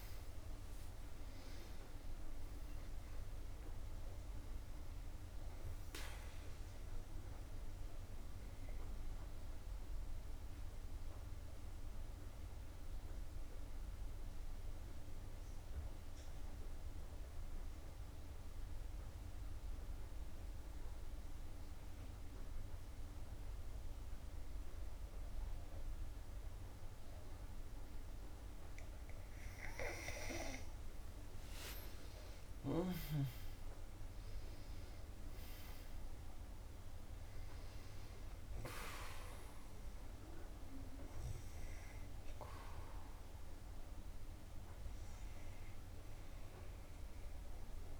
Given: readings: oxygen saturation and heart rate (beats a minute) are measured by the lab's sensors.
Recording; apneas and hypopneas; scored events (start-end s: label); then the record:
breathing in sleep by a room microphone; 1
0.00-3.00 s: arousal
0.00-11.00 s: oxygen desaturation (device-marked, oxygen 92% lowest, heart rate 66 extreme)
8.50-28.50 s: obstructive apnea (oxygen 96% before, 91% lowest, heart rate 68 before, 62 extreme, up 4 after)
31.50-35.00 s: arousal
33.00-48.00 s: oxygen desaturation (device-marked, oxygen 95% before, 91% lowest, heart rate 67 before, 60 extreme)
From the record:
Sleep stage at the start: N2 (light sleep); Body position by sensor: on the back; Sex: female